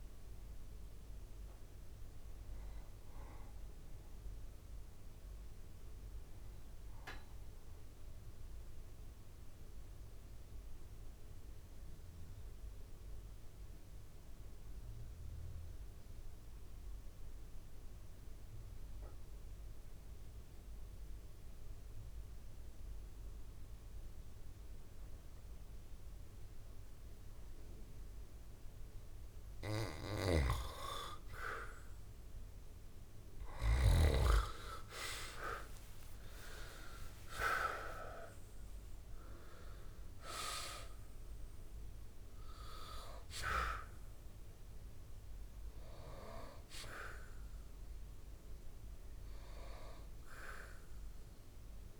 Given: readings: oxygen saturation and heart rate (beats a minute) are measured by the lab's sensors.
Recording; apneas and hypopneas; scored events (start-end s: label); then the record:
breathing in sleep by a room microphone; 1
0.00-10.50 s: oxygen desaturation (device-marked, oxygen 84% lowest, heart rate 64 extreme)
8.50-28.50 s: mixed apnea (oxygen 95% before, 84% lowest)
25.50-52.00 s: oxygen desaturation (device-marked, oxygen 98% before, 84% lowest)
31.00-35.50 s: arousal
From the record:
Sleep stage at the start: N2 (light sleep); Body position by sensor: on the back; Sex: male